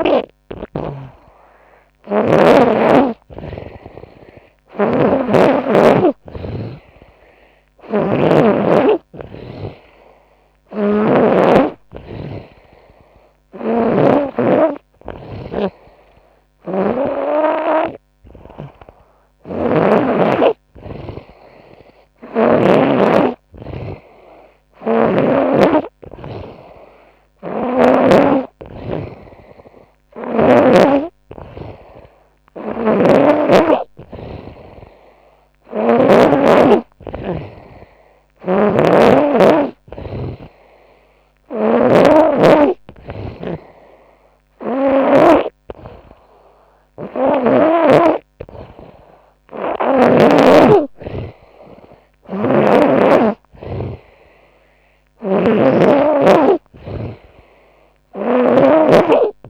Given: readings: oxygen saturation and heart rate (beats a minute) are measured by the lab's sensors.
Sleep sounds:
breathing in sleep by a microphone on the trachea; none
0.00-2.00 s: snoring (device-marked)
4.00-16.50 s: snoring (device-marked)
18.50-22.00 s: snoring (device-marked)
24.00-27.50 s: snoring (device-marked)
32.00-35.50 s: snoring (device-marked)
37.50-49.50 s: snoring (device-marked)
51.50-59.50 s: snoring (device-marked)
From the record:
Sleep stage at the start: N2 (light sleep); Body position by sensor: on the front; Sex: female

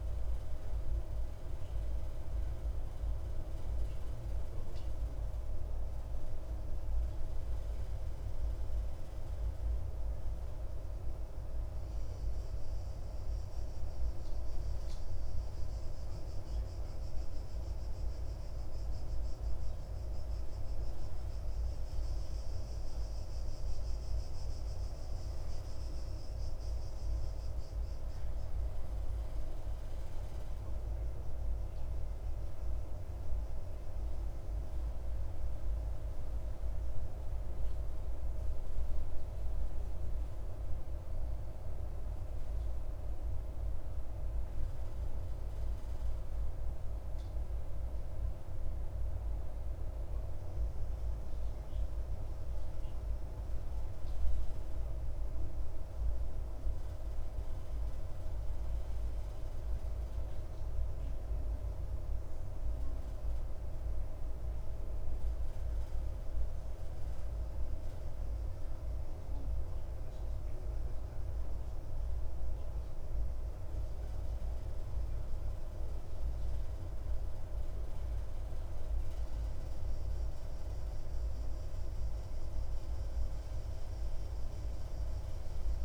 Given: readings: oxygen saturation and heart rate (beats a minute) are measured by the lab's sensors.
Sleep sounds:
breathing in sleep, hard to hear, by a room microphone; none
none scored
From the record:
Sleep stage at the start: N1 (lightest sleep); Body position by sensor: on the left side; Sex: male

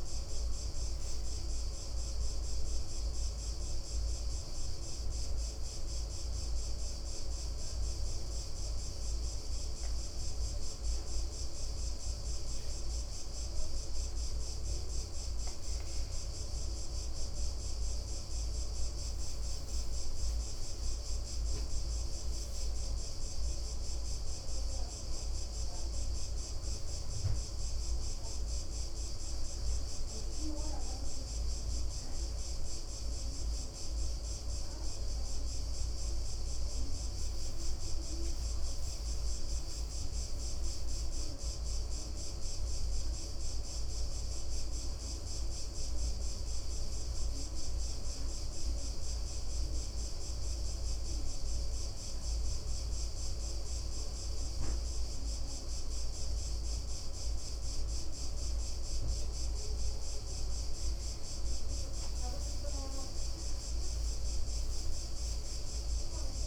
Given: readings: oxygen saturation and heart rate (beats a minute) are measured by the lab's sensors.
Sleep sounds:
breathing in sleep, hard to hear, by a room microphone; 2
6.50-19.50 s: hypopnea (oxygen 97% before, 93% lowest, heart rate 68 before, 65 extreme, up 5 after)
24.00-28.50 s: arousal
46.50-59.00 s: hypopnea (oxygen 96% before, 93% lowest, heart rate 67 before, 62 extreme, up 3 after)
62.00-66.47 s: oxygen desaturation (device-marked, oxygen 96% before, 93% lowest, heart rate 64 before, 61 extreme)
63.00-66.47 s: arousal
From the record:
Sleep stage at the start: N2 (light sleep); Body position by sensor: on the back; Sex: male

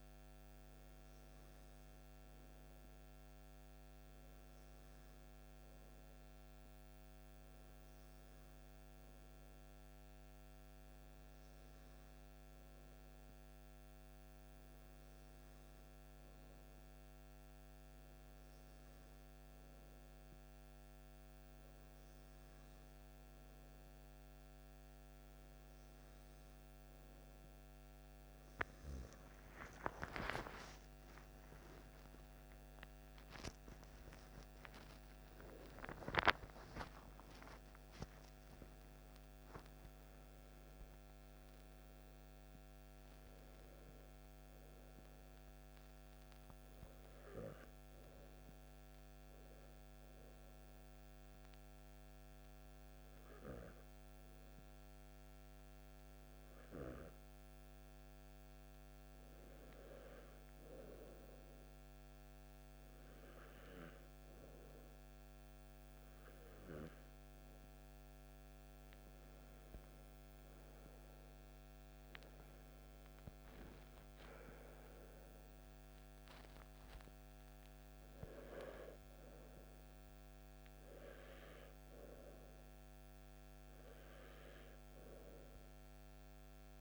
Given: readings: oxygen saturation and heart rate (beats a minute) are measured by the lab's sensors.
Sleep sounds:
breathing in sleep by a microphone on the trachea; 1
30.50-35.00 s: arousal
49.50-68.50 s: obstructive apnea (oxygen 97% before, 94% lowest, heart rate 68 before, 52 extreme, up 9 after)
70.00-75.00 s: arousal
74.50-86.81 s: oxygen desaturation (device-marked, oxygen 98% before, 94% lowest, heart rate 56 before, 49 extreme)
From the record:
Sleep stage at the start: N2 (light sleep); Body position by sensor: on the back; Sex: male

